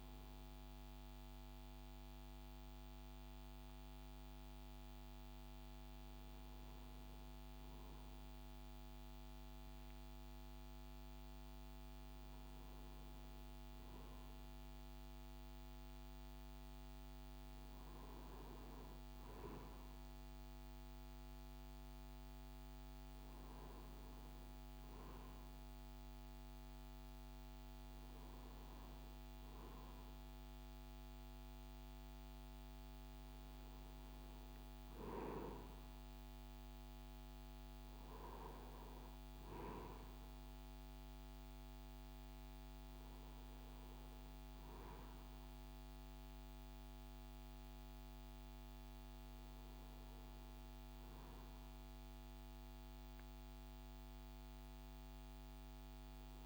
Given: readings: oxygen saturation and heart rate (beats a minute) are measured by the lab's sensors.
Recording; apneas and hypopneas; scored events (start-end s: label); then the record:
breathing in sleep, hard to hear, by a microphone on the trachea; none
25.00-56.46 s: new sleep stage, N2 (light sleep)
From the record:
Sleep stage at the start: N1 (lightest sleep); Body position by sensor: on the right side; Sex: male